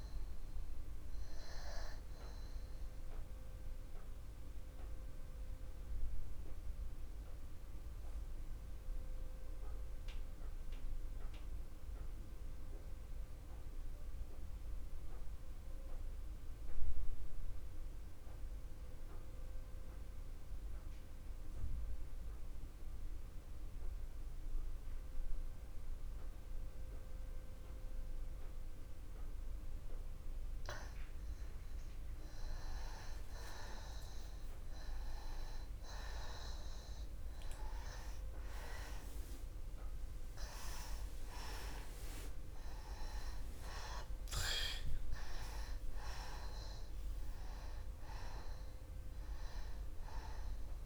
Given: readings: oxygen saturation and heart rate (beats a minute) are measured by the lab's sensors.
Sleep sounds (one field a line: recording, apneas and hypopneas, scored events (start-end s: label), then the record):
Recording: breathing in sleep by a room microphone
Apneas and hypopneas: 1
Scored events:
0.00-16.00 s: oxygen desaturation (device-marked, oxygen 85% lowest, heart rate 61 extreme)
5.00-30.00 s: mixed apnea (oxygen 97% before, 82% lowest, heart rate 70 before, 61 extreme, up 18 after)
32.00-50.86 s: oxygen desaturation (device-marked, oxygen 96% before, 82% lowest, heart rate 62 before, 61 extreme)
34.00-39.00 s: arousal
From the record:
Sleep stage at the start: N2 (light sleep)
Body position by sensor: on the back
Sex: male